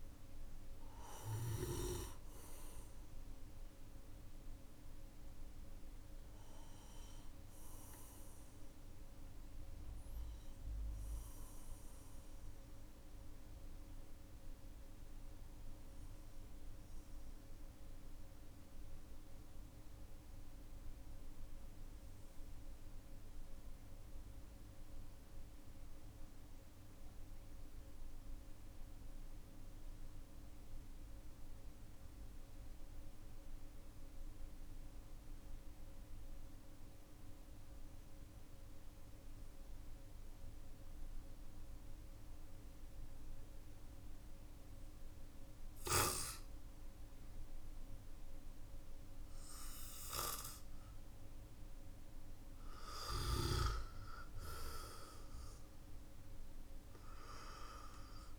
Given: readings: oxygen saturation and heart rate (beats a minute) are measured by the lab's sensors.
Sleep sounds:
breathing in sleep by a room microphone; 1
0.00-23.00 s: oxygen desaturation (device-marked, oxygen 90% lowest, heart rate 44 extreme)
5.00-50.50 s: obstructive apnea (oxygen 96% before, 90% lowest, heart rate 53 before, 46 extreme, up 12 after)
45.00-58.39 s: oxygen desaturation (device-marked, oxygen 98% before, 91% lowest, heart rate 54 before, 46 extreme)
55.50-58.39 s: arousal
From the record:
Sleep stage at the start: N2 (light sleep); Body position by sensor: on the back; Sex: male

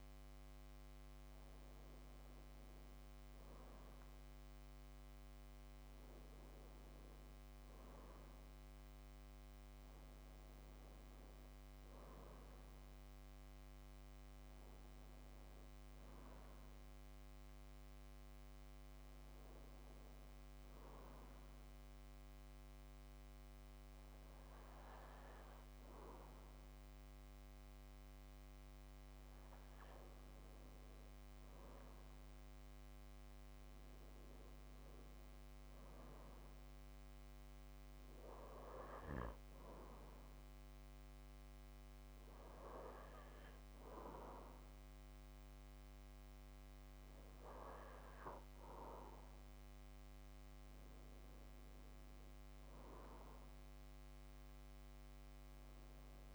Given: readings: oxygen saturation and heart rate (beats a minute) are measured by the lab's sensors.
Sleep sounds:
breathing in sleep by a microphone on the trachea; 1
18.50-29.50 s: hypopnea (oxygen 96% before, 91% lowest, heart rate 63 before, 59 extreme, up 4 after)
32.50-36.50 s: arousal
From the record:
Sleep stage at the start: N2 (light sleep); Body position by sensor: on the back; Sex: male

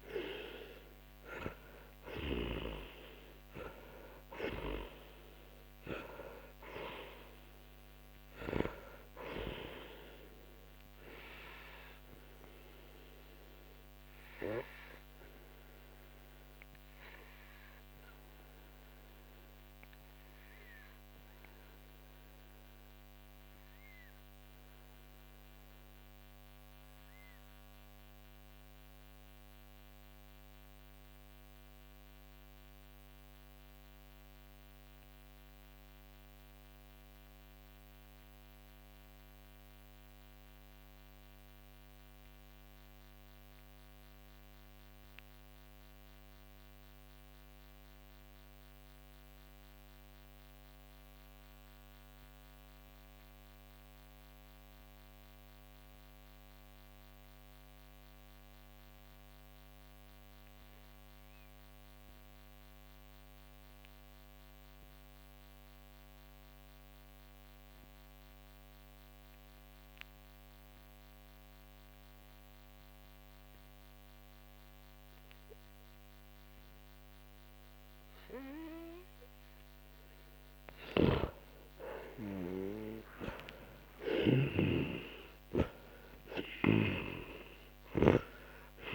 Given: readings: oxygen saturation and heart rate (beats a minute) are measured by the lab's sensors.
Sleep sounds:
breathing in sleep by a microphone on the trachea; 1
0.00-40.50 s: oxygen desaturation (device-marked, oxygen 89% lowest, heart rate 39 extreme)
11.00-80.00 s: obstructive apnea (oxygen 98% before, 84% lowest, heart rate 65 before, 39 extreme, up 24 after)
13.50-88.95 s: new sleep stage, N2 (light sleep)
66.50-88.95 s: oxygen desaturation (device-marked, oxygen 98% before, 84% lowest, heart rate 53 before, 44 extreme)
81.00-84.50 s: snoring (device-marked)
81.00-85.50 s: arousal
From the record:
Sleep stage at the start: N1 (lightest sleep); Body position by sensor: on the back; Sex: male

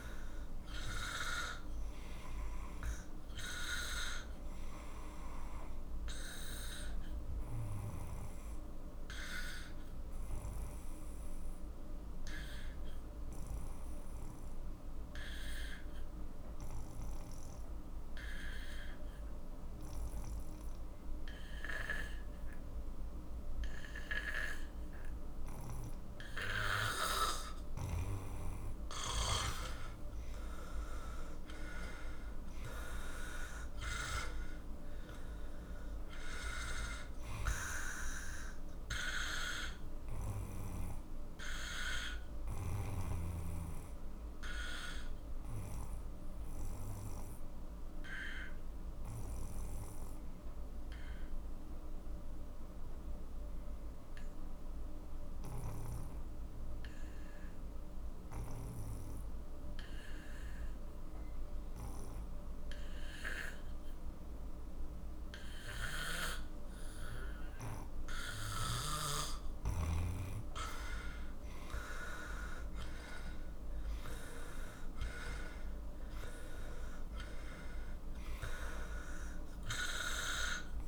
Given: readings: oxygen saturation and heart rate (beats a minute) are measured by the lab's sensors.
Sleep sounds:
breathing in sleep by a room microphone; 2
0.00-13.00 s: oxygen desaturation (device-marked, oxygen 91% lowest, heart rate 44 extreme)
8.50-28.00 s: obstructive apnea (oxygen 97% before, 92% lowest, heart rate 70 before, 42 extreme, up 30 after)
29.50-33.50 s: arousal
31.00-52.00 s: oxygen desaturation (device-marked, oxygen 97% before, 92% lowest, heart rate 50 before, 42 extreme)
40.50-68.00 s: obstructive apnea (oxygen 97% before, 92% lowest, heart rate 62 before, 42 extreme, up 21 after)
69.00-80.88 s: oxygen desaturation (device-marked, oxygen 97% before, 92% lowest, heart rate 49 before, 44 extreme)
71.00-75.00 s: arousal
From the record:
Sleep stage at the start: N2 (light sleep); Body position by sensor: on the back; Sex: male

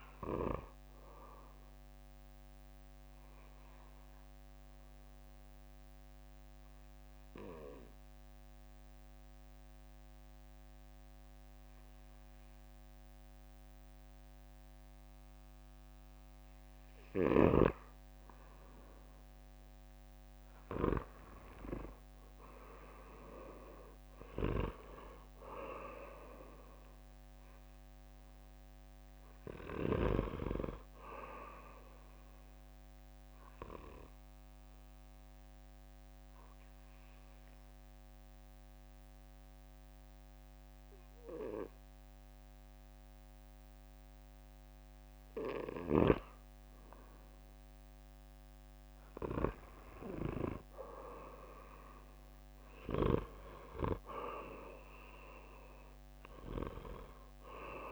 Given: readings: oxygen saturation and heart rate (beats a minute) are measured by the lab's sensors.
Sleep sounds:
breathing in sleep by a microphone on the trachea; 2
0.00-13.50 s: oxygen desaturation (device-marked, oxygen 89% lowest, heart rate 53 extreme)
1.50-17.00 s: obstructive apnea (oxygen 97% before, 89% lowest, heart rate 69 before, 53 extreme, up 17 after)
19.00-22.00 s: arousal
23.50-42.50 s: oxygen desaturation (device-marked, oxygen 97% before, 91% lowest, heart rate 58 before, 59 extreme)
32.50-46.00 s: obstructive apnea (oxygen 97% before, 90% lowest, heart rate 64 before, 59 extreme, up 9 after)
47.50-50.50 s: arousal
56.50-57.91 s: oxygen desaturation (device-marked, oxygen 97% before, 92% lowest, heart rate 63 before, 58 extreme)
From the record:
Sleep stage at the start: N2 (light sleep); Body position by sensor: on the back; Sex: male

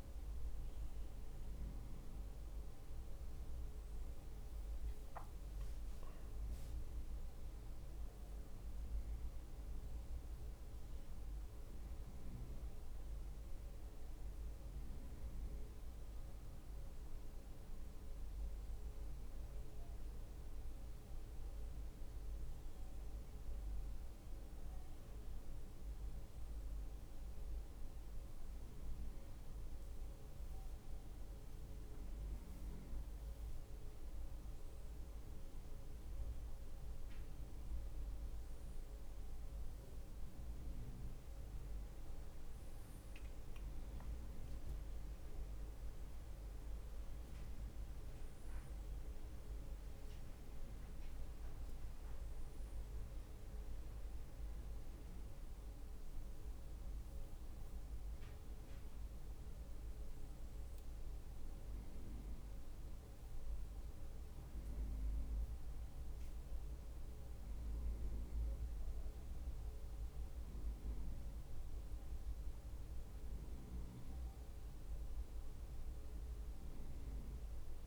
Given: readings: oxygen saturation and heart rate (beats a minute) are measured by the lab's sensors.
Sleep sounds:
a person awake in a sleep study, hard to hear, by a room microphone; none
none scored
From the record:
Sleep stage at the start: awake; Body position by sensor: on the right side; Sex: male

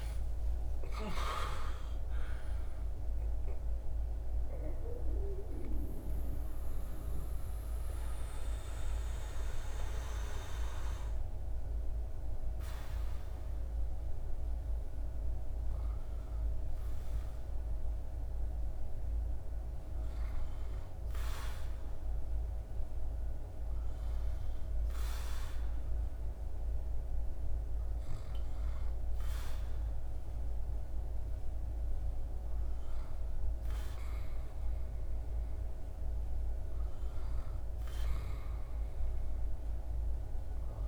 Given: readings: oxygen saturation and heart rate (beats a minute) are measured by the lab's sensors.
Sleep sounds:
breathing in sleep by a room microphone; 1
0.00-18.00 s: oxygen desaturation (device-marked, oxygen 72% lowest, heart rate 62 extreme)
4.50-15.00 s: obstructive apnea (oxygen 95% before, 72% lowest, heart rate 69 before, 81 extreme, up 6 after)
20.50-25.00 s: arousal
From the record:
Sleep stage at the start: N2 (light sleep); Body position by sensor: on the back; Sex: male

